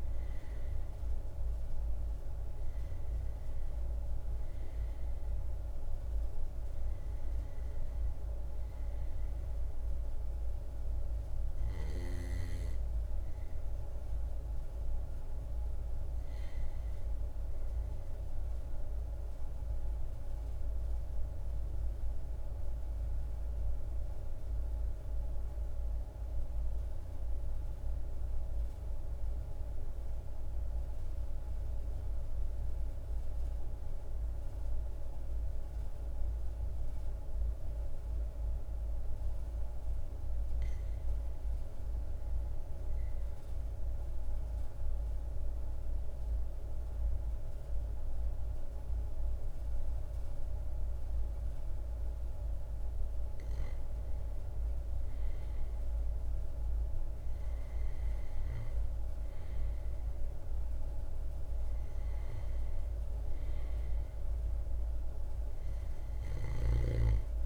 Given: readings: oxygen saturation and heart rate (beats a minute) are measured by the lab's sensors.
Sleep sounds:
breathing in sleep, hard to hear, by a room microphone; 1
0.00-16.50 s: oxygen desaturation (device-marked, oxygen 94% lowest, heart rate 40 extreme)
19.00-52.50 s: obstructive apnea (oxygen 97% before, 94% lowest, heart rate 41 before, 40 extreme, up 1 after)
46.50-67.46 s: new sleep stage, N2 (light sleep)
55.00-60.50 s: arousal
66.00-67.46 s: snoring (device-marked)
From the record:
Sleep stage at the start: N1 (lightest sleep); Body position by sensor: on the back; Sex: male

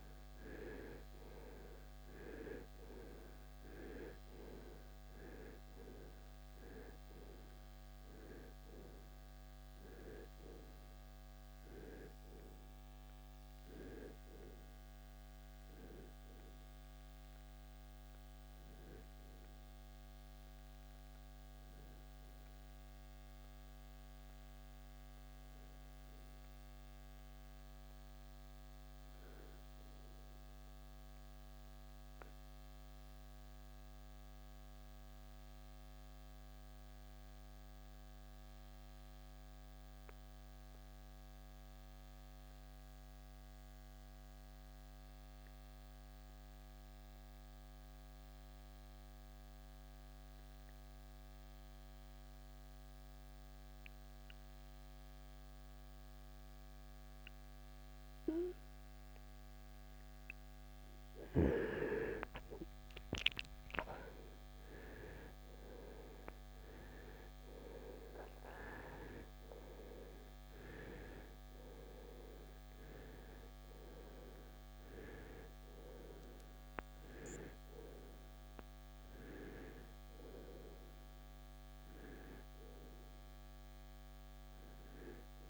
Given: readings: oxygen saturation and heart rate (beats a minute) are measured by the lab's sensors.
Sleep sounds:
breathing in sleep by a microphone on the trachea; 1
0.00-38.00 s: oxygen desaturation (device-marked, oxygen 77% lowest, heart rate 51 extreme)
24.00-85.50 s: new sleep stage, N2 (light sleep)
24.50-27.50 s: arousal
31.50-61.00 s: obstructive apnea (oxygen 90% before, 78% lowest, heart rate 80 before, 50 extreme, up 8 after)
62.50-66.50 s: arousal
63.00-85.50 s: oxygen desaturation (device-marked, oxygen 96% before, 78% lowest, heart rate 60 before, 53 extreme)
From the record:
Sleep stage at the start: N1 (lightest sleep); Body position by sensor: on the right side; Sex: male

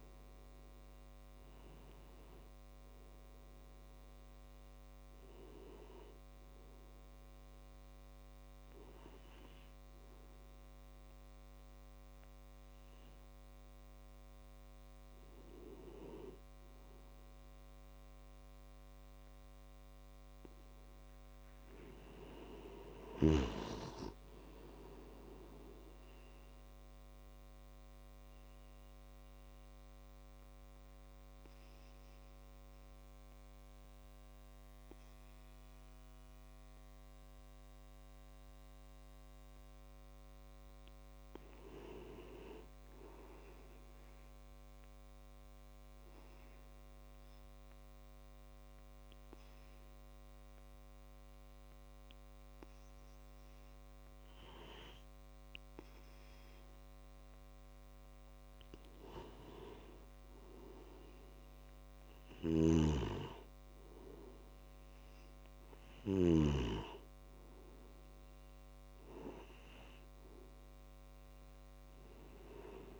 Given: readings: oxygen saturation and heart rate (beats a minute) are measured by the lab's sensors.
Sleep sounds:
breathing in sleep by a microphone on the trachea; 2
0.00-20.50 s: oxygen desaturation (device-marked, oxygen 90% lowest)
22.00-25.00 s: arousal
28.00-40.50 s: obstructive apnea (oxygen 97% before, 92% lowest)
41.50-43.50 s: arousal
45.00-55.00 s: obstructive apnea (oxygen 97% before, 92% lowest)
57.00-61.00 s: arousal
62.50-66.50 s: snoring (device-marked)
71.50-73.00 s: oxygen desaturation (device-marked, oxygen 96% before, 92% lowest)
From the record:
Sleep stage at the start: N2 (light sleep); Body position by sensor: on the back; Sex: male

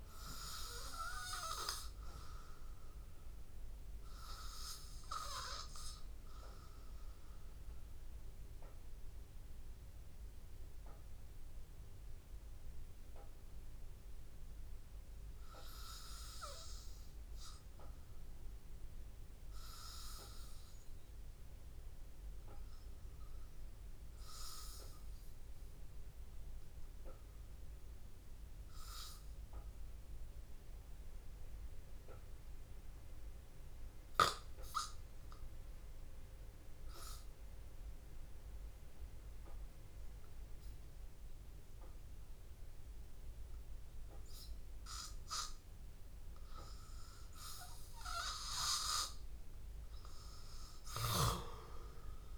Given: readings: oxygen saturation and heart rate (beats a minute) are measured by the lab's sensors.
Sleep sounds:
breathing in sleep by a room microphone; 1
0.00-20.00 s: oxygen desaturation (device-marked, oxygen 89% lowest, heart rate 83 extreme)
2.50-4.50 s: long interval between heartbeats (device-marked, heart rate 85 before, 87 extreme)
5.00-47.00 s: mixed apnea (oxygen 98% before, 89% lowest, heart rate 86 before, 83 extreme, up 2 after)
38.00-52.38 s: oxygen desaturation (device-marked, oxygen 98% before, 89% lowest, heart rate 84 before, 81 extreme)
49.00-52.38 s: arousal
From the record:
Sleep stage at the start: N2 (light sleep); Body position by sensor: on the back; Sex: male

